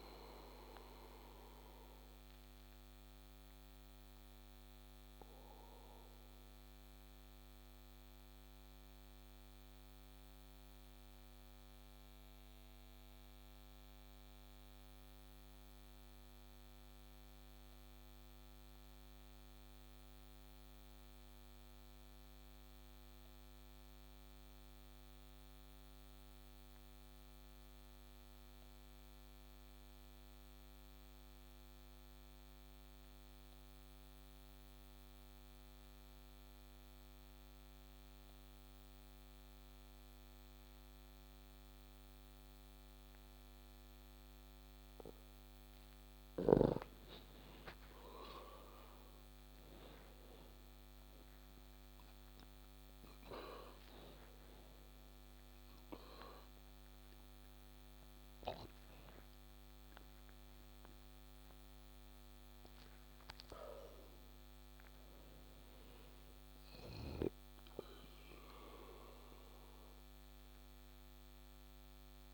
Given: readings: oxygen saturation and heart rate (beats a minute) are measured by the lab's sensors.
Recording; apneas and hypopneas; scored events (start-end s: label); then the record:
breathing in sleep by a microphone on the trachea; 1
4.50-44.50 s: obstructive apnea (oxygen 96% before, 92% lowest)
45.00-69.00 s: oxygen desaturation (device-marked, oxygen 96% before, 92% lowest)
48.00-52.00 s: arousal
From the record:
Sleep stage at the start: N2 (light sleep); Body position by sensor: on the back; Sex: male